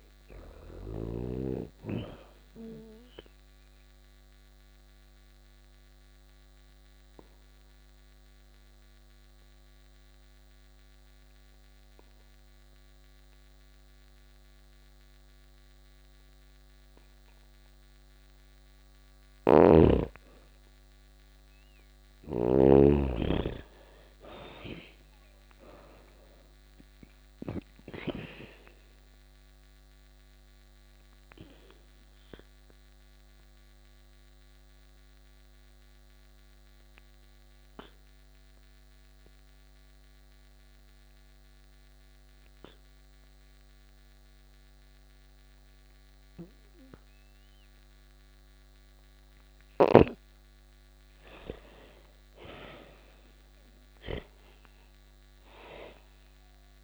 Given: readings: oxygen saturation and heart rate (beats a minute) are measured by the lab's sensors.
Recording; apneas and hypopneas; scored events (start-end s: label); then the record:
breathing in sleep by a microphone on the trachea; 2
1.00-14.00 s: oxygen desaturation (device-marked, oxygen 99% before, 89% lowest, heart rate 86 before, 82 extreme)
2.50-17.50 s: obstructive apnea (oxygen 99% before, 85% lowest, heart rate 87 before, 82 extreme, up 3 after)
18.50-22.00 s: snoring (device-marked)
20.50-25.50 s: arousal
24.00-44.00 s: oxygen desaturation (device-marked, oxygen 99% before, 88% lowest, heart rate 86 before, 82 extreme)
31.00-49.00 s: obstructive apnea (oxygen 99% before, 85% lowest, heart rate 87 before, 82 extreme, up 7 after)
50.50-54.50 s: arousal
52.00-56.84 s: oxygen desaturation (device-marked, oxygen 99% before, 85% lowest, heart rate 85 before, 84 extreme)
From the record:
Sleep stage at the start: N2 (light sleep); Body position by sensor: on the back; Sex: female